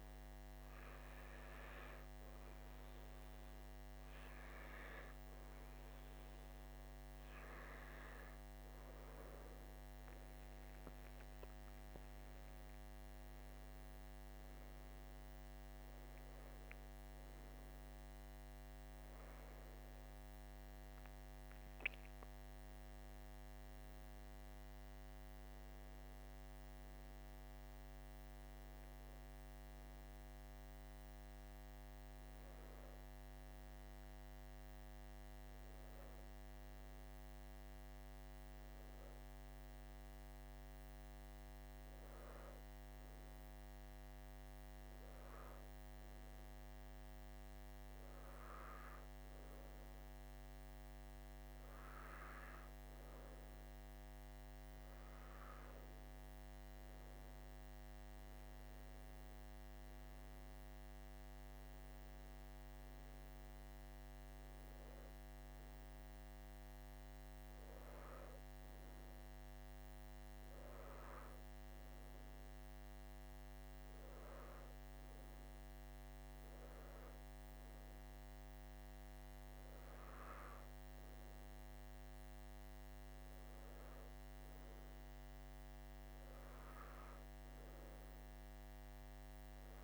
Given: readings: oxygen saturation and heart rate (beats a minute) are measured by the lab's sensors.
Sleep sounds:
breathing in sleep, hard to hear, by a microphone on the trachea; none
none scored
From the record:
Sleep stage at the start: N2 (light sleep); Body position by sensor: on the right side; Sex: male

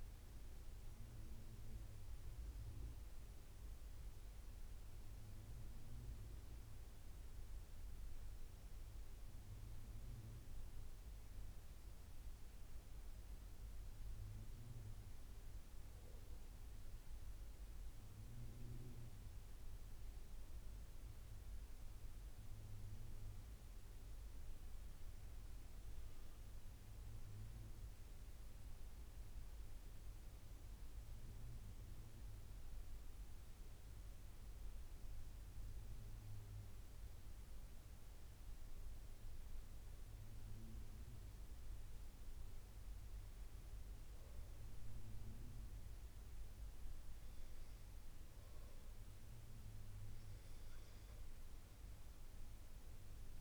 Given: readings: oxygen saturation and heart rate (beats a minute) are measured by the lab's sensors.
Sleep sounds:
breathing in sleep, hard to hear, by a room microphone; 2
0.00-15.00 s: oxygen desaturation (device-marked, oxygen 89% lowest, heart rate 78 extreme)
13.00-25.00 s: hypopnea (oxygen 95% before, 91% lowest, heart rate 88 before, 78 extreme, up 5 after)
26.50-29.50 s: arousal
34.50-48.50 s: hypopnea (oxygen 97% before, 88% lowest, heart rate 81 before, 78 extreme, up 10 after)
50.50-53.41 s: arousal
52.00-53.41 s: oxygen desaturation (device-marked, oxygen 94% before, 91% lowest, heart rate 81 before, 78 extreme)
From the record:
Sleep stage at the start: N2 (light sleep); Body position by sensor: on the back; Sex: male

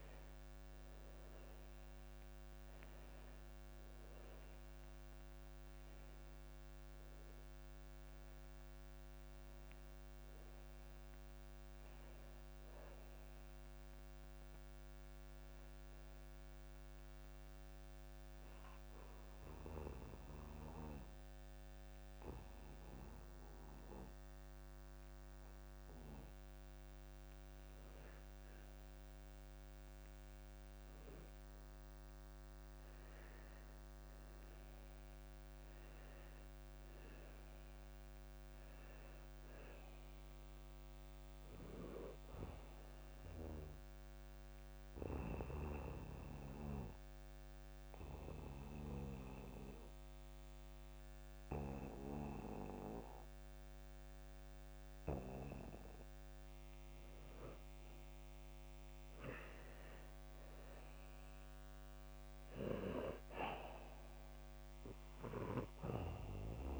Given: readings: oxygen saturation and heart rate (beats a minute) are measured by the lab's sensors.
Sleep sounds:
breathing in sleep by a microphone on the trachea; 2
0.00-22.00 s: oxygen desaturation (device-marked, oxygen 75% lowest)
16.50-27.50 s: obstructive apnea (oxygen 84% before, 79% lowest)
30.00-34.00 s: arousal
42.00-60.00 s: oxygen desaturation (device-marked, oxygen 99% before, 94% lowest)
44.50-57.00 s: obstructive apnea (oxygen 100% before, 89% lowest)
59.00-62.50 s: arousal
From the record:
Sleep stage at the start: N2 (light sleep); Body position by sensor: on the back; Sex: male

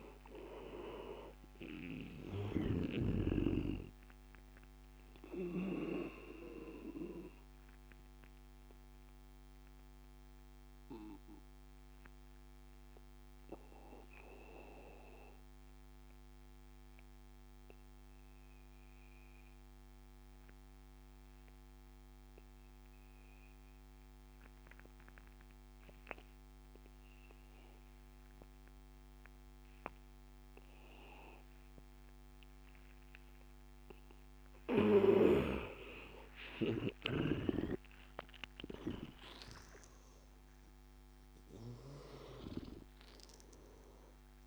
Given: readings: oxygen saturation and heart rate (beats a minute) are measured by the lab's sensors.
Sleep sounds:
breathing in sleep by a microphone on the trachea; 1
0.00-18.50 s: oxygen desaturation (device-marked, oxygen 85% lowest, heart rate 75 extreme)
5.00-34.50 s: obstructive apnea (oxygen 98% before, 85% lowest, heart rate 84 before, 75 extreme, up 11 after)
30.50-44.47 s: oxygen desaturation (device-marked, oxygen 99% before, 86% lowest, heart rate 80 before, 77 extreme)
35.50-39.50 s: arousal
From the record:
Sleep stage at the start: N2 (light sleep); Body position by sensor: on the back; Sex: male

